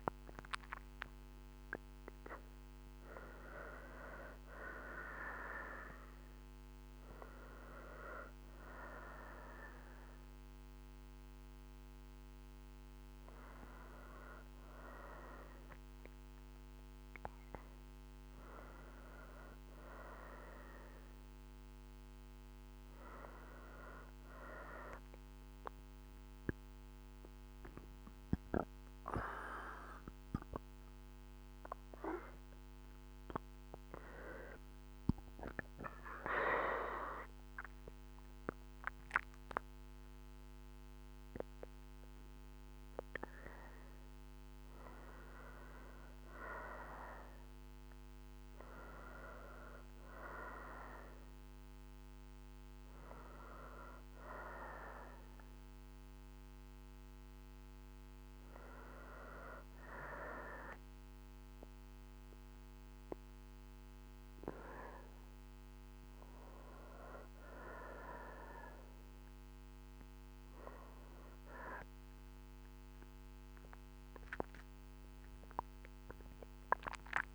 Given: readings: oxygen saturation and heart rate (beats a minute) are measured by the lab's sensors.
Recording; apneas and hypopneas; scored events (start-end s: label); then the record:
breathing in sleep by a microphone on the trachea; none
5.50-18.50 s: oxygen desaturation (device-marked, oxygen 93% before, 90% lowest, heart rate 62 before, 60 extreme)
39.50-47.50 s: oxygen desaturation (device-marked, oxygen 94% before, 91% lowest, heart rate 62 before, 62 extreme)
53.50-62.50 s: oxygen desaturation (device-marked, oxygen 94% before, 91% lowest, heart rate 61 before, 60 extreme)
From the record:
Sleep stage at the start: N2 (light sleep); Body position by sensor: on the right side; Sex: female